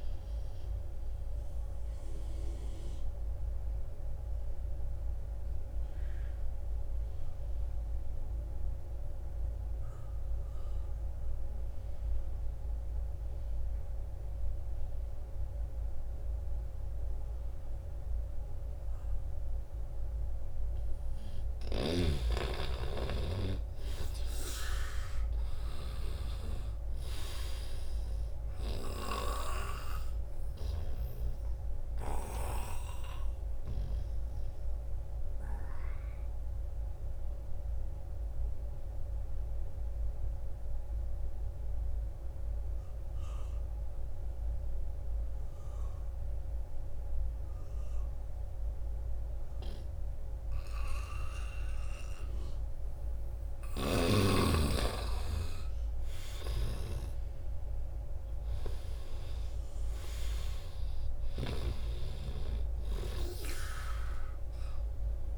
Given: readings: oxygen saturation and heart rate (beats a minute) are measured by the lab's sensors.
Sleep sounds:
breathing in sleep by a room microphone; 2
0.50-20.50 s: obstructive apnea (oxygen 97% before, 85% lowest, heart rate 86 before, 73 extreme, up 3 after)
20.50-44.50 s: oxygen desaturation (device-marked, oxygen 97% before, 88% lowest, heart rate 79 before, 74 extreme)
21.50-26.50 s: snoring (device-marked)
22.50-26.50 s: arousal
31.00-52.00 s: obstructive apnea (oxygen 97% before, 85% lowest, heart rate 76 before, 74 extreme, up 2 after)
53.50-61.50 s: snoring (device-marked)
54.50-58.50 s: arousal
56.50-65.38 s: oxygen desaturation (device-marked, oxygen 97% before, 85% lowest, heart rate 78 before, 71 extreme)
From the record:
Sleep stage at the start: N2 (light sleep); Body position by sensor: on the back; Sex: male

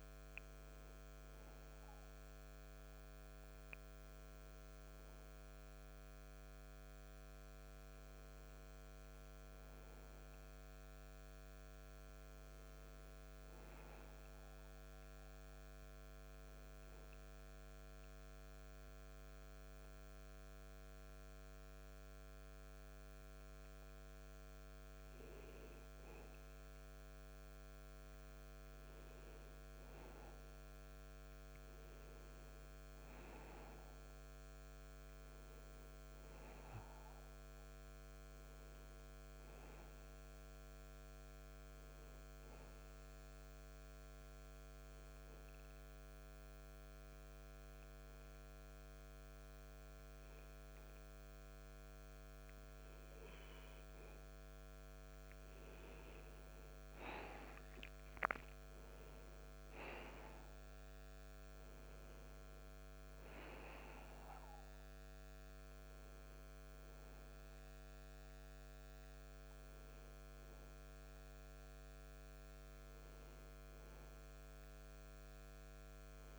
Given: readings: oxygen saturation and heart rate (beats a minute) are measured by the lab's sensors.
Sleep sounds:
breathing in sleep, hard to hear, by a microphone on the trachea; 2
15.00-25.00 s: obstructive apnea (oxygen 95% before, 93% lowest, heart rate 95 before, 67 extreme, up 21 after)
30.50-34.00 s: arousal
43.50-55.00 s: obstructive apnea (oxygen 97% before, 93% lowest, heart rate 80 before, 66 extreme, up 17 after)
57.00-60.50 s: arousal
From the record:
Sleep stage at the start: N2 (light sleep); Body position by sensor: on the back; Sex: male

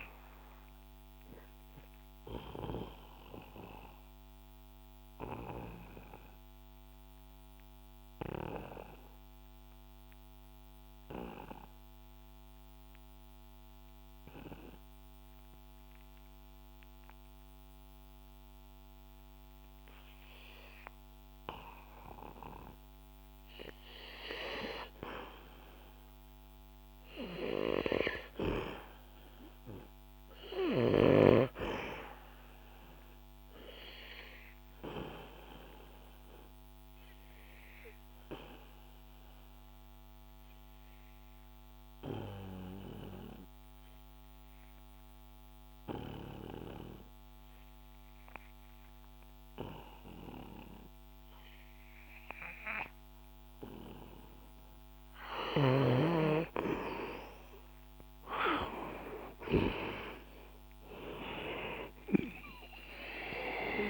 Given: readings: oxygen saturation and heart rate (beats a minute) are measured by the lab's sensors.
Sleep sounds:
breathing in sleep by a microphone on the trachea; 2
0.00-19.50 s: oxygen desaturation (device-marked, oxygen 88% lowest, heart rate 63 extreme)
3.00-23.00 s: obstructive apnea (oxygen 99% before, 88% lowest, heart rate 70 before, 63 extreme, up 3 after)
25.50-29.00 s: arousal
35.50-53.50 s: obstructive apnea (oxygen 99% before, 89% lowest, heart rate 67 before, 61 extreme, up 7 after)
43.50-52.50 s: oxygen desaturation (device-marked, oxygen 95% before, 91% lowest, heart rate 66 before, 61 extreme)
57.00-61.50 s: arousal
62.50-63.90 s: oxygen desaturation (device-marked, oxygen 96% before, 92% lowest, heart rate 67 before, 61 extreme)
From the record:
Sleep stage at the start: N2 (light sleep); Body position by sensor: on the back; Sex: male

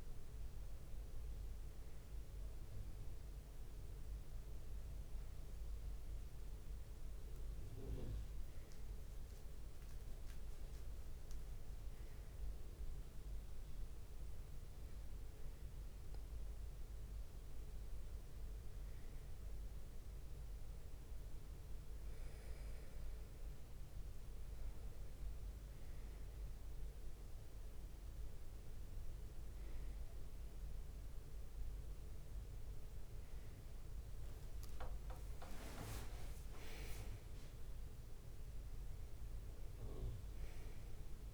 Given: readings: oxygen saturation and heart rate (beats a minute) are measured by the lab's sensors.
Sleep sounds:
breathing in sleep by a room microphone; none
25.50-27.00 s: leg movement (device-marked)
30.50-41.34 s: drop in pulse transit time (device-marked, heart rate 70 before, 71 extreme)
35.00-37.00 s: long interval between heartbeats (device-marked, heart rate 70 before, 79 extreme)
35.00-39.00 s: leg movement (device-marked)
35.50-41.34 s: arousal
From the record:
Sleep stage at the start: N1 (lightest sleep); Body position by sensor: on the right side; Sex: male

